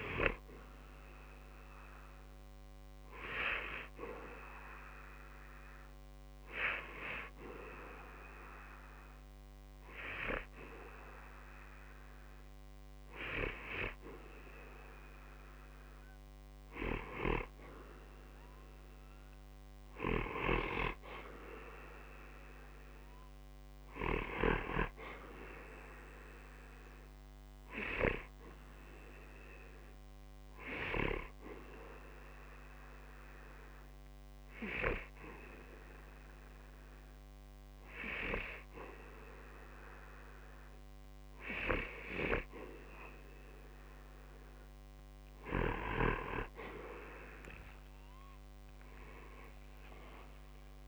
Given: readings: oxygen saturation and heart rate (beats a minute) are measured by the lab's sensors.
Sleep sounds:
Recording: breathing in sleep by a microphone on the trachea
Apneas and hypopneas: 2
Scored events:
1.50-13.00 s: hypopnea (oxygen 94% before, 91% lowest, heart rate 69 before, 50 extreme, up 0 after)
14.50-19.00 s: arousal
18.50-35.50 s: oxygen desaturation (device-marked, oxygen 95% before, 91% lowest, heart rate 66 before, 50 extreme)
31.00-43.00 s: hypopnea (oxygen 95% before, 91% lowest, heart rate 58 before, 50 extreme)
45.50-50.88 s: new sleep stage, awake
From the record:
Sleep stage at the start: N2 (light sleep)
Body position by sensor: on the back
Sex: male

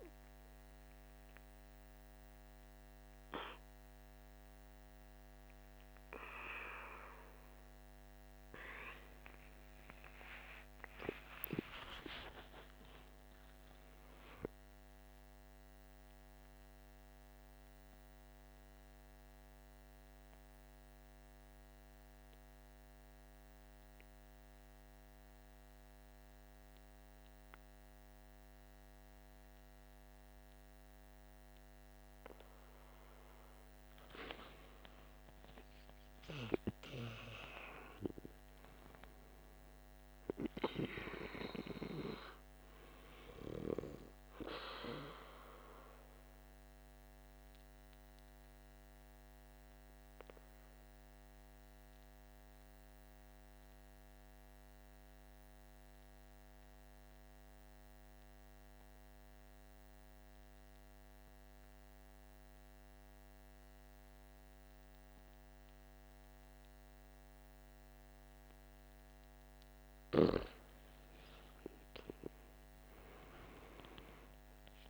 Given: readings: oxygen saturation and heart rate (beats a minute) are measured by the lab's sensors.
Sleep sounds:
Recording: breathing in sleep by a microphone on the trachea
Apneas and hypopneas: 2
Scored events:
0.00-16.00 s: oxygen desaturation (device-marked, oxygen 91% lowest, heart rate 46 extreme)
9.50-13.50 s: arousal
15.50-33.50 s: mixed apnea (oxygen 97% before, 93% lowest, heart rate 52 before, 46 extreme, up 9 after)
34.50-38.00 s: arousal
47.50-69.50 s: obstructive apnea (oxygen 98% before, 92% lowest, heart rate 52 before, 46 extreme, up 9 after)
70.50-74.50 s: arousal
72.00-74.90 s: oxygen desaturation (device-marked, oxygen 98% before, 92% lowest, heart rate 47 before, 47 extreme)
From the record:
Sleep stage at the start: N2 (light sleep)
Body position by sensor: on the back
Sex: male

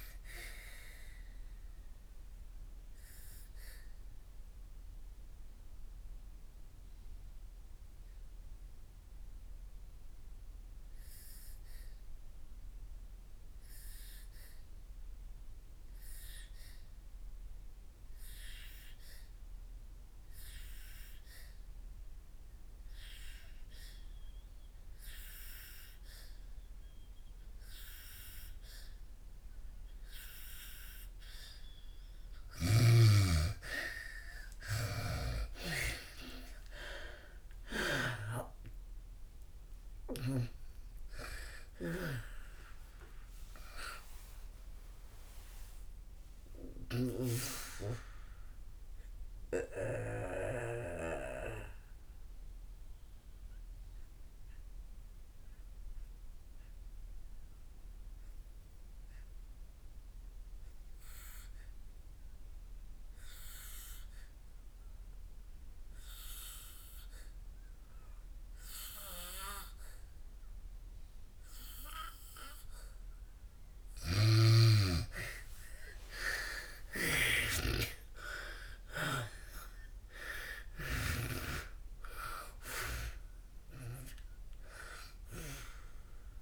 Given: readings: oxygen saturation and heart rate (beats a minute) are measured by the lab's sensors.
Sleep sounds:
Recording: breathing in sleep by a room microphone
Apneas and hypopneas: 2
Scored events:
0.00-21.00 s: oxygen desaturation (device-marked, oxygen 79% lowest, heart rate 55 extreme)
2.50-32.00 s: obstructive apnea (oxygen 99% before, 79% lowest, heart rate 72 before, 55 extreme, up 28 after)
23.00-65.00 s: oxygen desaturation (device-marked, oxygen 99% before, 79% lowest, heart rate 61 before, 59 extreme)
35.00-40.00 s: arousal
46.50-72.50 s: obstructive apnea (oxygen 99% before, 79% lowest, heart rate 73 before, 56 extreme, up 6 after)
67.00-86.42 s: oxygen desaturation (device-marked, oxygen 99% before, 82% lowest, heart rate 64 before, 56 extreme)
74.00-81.00 s: snoring (device-marked)
75.50-80.50 s: arousal
From the record:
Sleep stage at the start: N2 (light sleep)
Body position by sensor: on the back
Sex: female

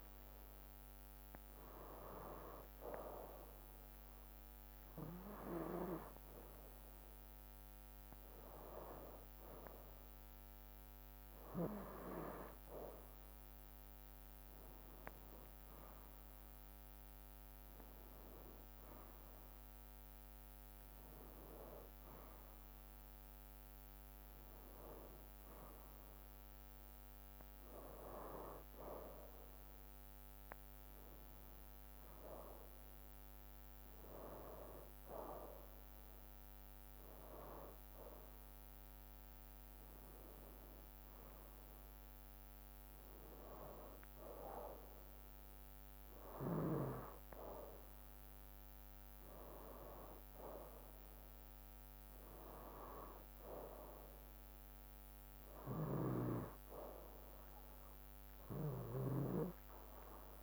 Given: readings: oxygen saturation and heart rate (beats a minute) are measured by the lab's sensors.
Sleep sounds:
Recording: breathing in sleep by a microphone on the trachea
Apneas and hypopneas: none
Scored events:
none scored
From the record:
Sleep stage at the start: N2 (light sleep)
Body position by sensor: on the right side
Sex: male

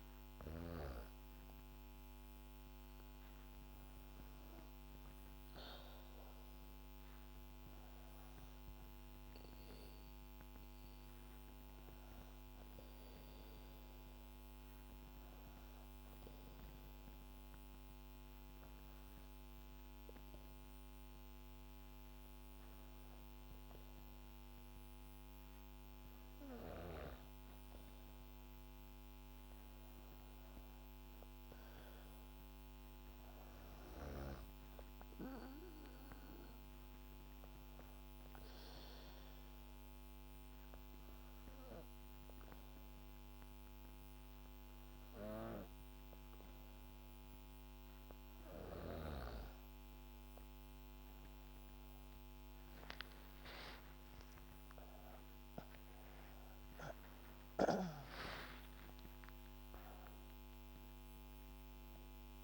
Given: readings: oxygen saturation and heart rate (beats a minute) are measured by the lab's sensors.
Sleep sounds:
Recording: breathing in sleep by a microphone on the trachea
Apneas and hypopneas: 1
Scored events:
37.50-47.50 s: obstructive apnea (oxygen 98% before, 94% lowest, heart rate 68 before, 67 extreme, up 5 after)
52.00-58.00 s: arousal
From the record:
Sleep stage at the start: N2 (light sleep)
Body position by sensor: on the back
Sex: female

